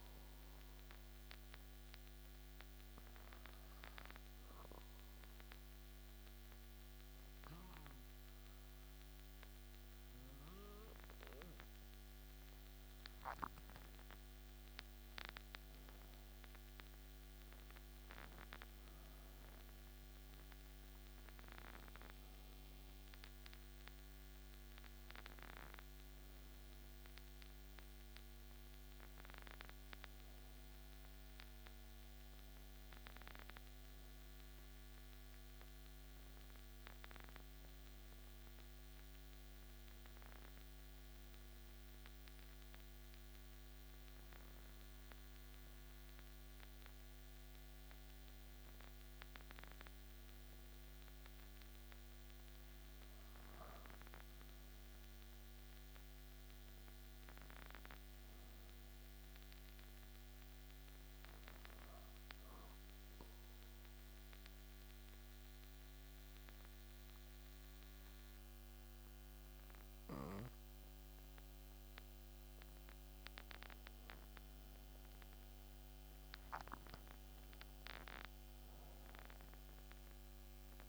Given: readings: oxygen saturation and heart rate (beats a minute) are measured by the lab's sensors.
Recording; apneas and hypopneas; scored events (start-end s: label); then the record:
breathing in sleep by a microphone on the trachea; 3
1.50-12.50 s: obstructive apnea (oxygen 98% before, 96% lowest)
14.00-18.50 s: arousal
38.50-51.00 s: hypopnea (oxygen 97% before, 96% lowest)
53.50-58.00 s: arousal
61.50-74.00 s: obstructive apnea (oxygen 98% before, 95% lowest)
76.50-80.89 s: arousal
From the record:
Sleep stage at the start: N2 (light sleep); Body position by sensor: on the back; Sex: male